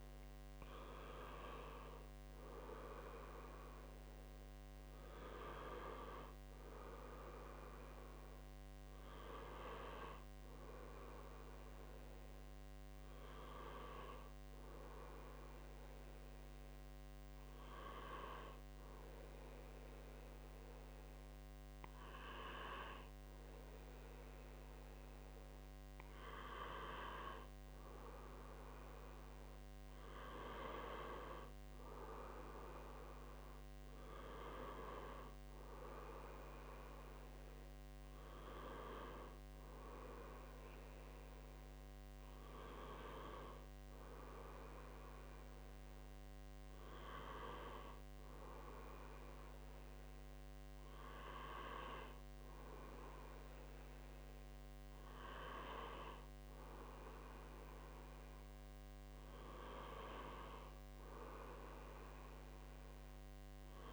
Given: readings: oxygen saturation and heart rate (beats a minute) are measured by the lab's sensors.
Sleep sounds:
breathing in sleep by a microphone on the trachea; none
0.50-63.93 s: new sleep stage, N2 (light sleep)
From the record:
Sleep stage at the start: N1 (lightest sleep); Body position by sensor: on the right side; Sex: male

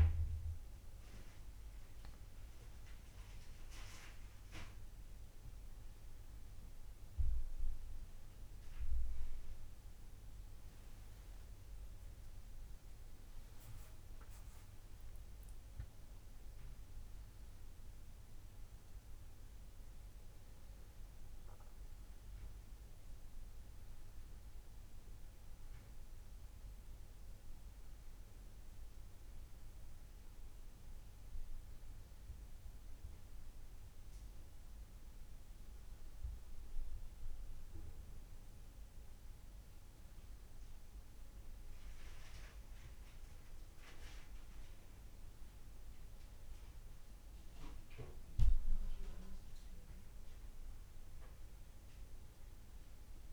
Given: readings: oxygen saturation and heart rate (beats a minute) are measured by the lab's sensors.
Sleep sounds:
breathing in sleep by a room microphone; none
10.50-40.50 s: new sleep stage, N1 (lightest sleep)
12.00-17.00 s: arousal
40.50-53.33 s: new sleep stage, N2 (light sleep)
From the record:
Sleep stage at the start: N2 (light sleep); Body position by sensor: on the back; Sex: male

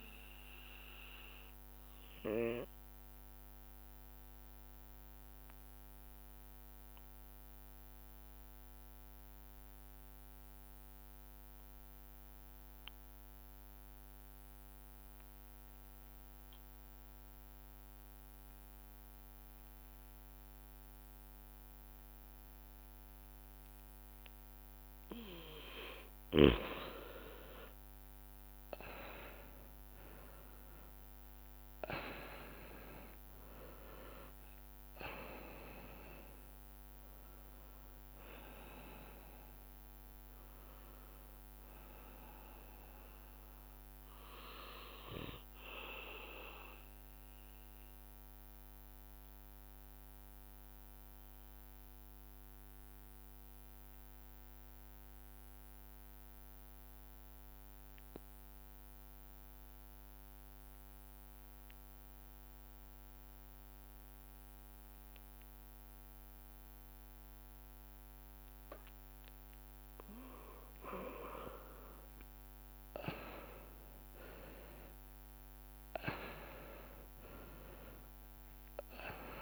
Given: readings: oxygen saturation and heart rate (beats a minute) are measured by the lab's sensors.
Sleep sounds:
breathing in sleep by a microphone on the trachea; 2
0.00-3.50 s: bradycardia (device-marked, heart rate 48 extreme)
0.00-4.50 s: oxygen desaturation (device-marked, oxygen 90% lowest, heart rate 48 extreme)
2.50-13.50 s: drop in pulse transit time (device-marked, heart rate 84 before, 51 extreme)
4.00-24.50 s: obstructive apnea (oxygen 98% before, 90% lowest, heart rate 81 before, 46 extreme, up 7 after)
4.50-54.50 s: bradycardia (device-marked, heart rate 55 before, 46 extreme)
27.00-30.50 s: arousal
27.50-53.50 s: oxygen desaturation (device-marked, oxygen 98% before, 91% lowest, heart rate 53 before, 46 extreme)
32.50-79.42 s: new sleep stage, N2 (light sleep)
33.50-34.50 s: drop in pulse transit time (device-marked, heart rate 54 before, 58 extreme)
40.50-43.50 s: drop in pulse transit time (device-marked, heart rate 56 before, 51 extreme)
49.50-69.00 s: obstructive apnea (oxygen 98% before, 91% lowest, heart rate 54 before, 51 extreme, up 6 after)
58.50-75.50 s: bradycardia (device-marked, heart rate 55 before, 51 extreme)
63.50-72.50 s: drop in pulse transit time (device-marked, heart rate 52 before, 51 extreme)
71.00-75.00 s: arousal
72.50-79.42 s: oxygen desaturation (device-marked, oxygen 98% before, 91% lowest)
76.50-79.42 s: bradycardia (device-marked, heart rate 55 before, 56 extreme)
From the record:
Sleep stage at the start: REM sleep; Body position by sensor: on the left side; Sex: male

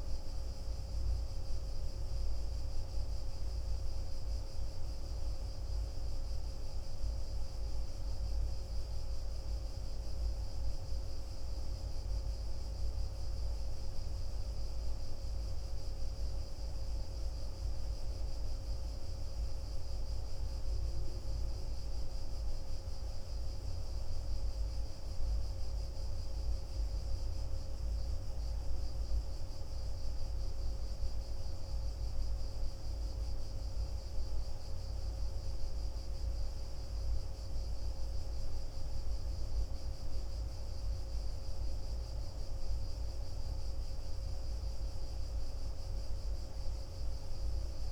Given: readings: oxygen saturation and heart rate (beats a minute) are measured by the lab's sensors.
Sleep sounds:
breathing in sleep, hard to hear, by a room microphone; none
0.00-1.00 s: arousal
From the record:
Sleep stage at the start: N1 (lightest sleep); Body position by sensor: on the back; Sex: male

